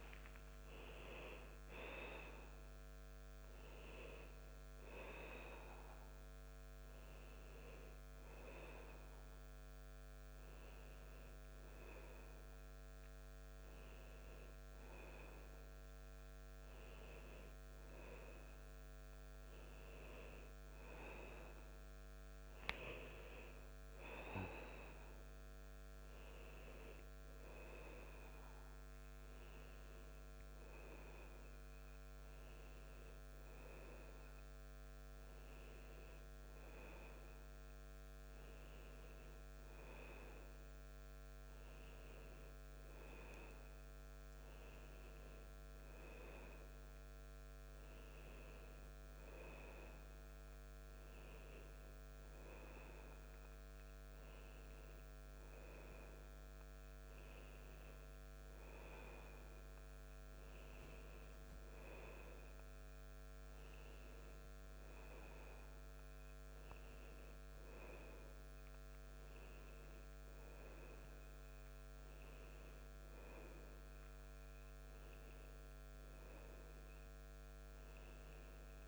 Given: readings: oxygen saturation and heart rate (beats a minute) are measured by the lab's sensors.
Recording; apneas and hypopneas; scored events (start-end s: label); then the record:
a person awake in a sleep study, by a microphone on the trachea; none
none scored
From the record:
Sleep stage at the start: awake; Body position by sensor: on the back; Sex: male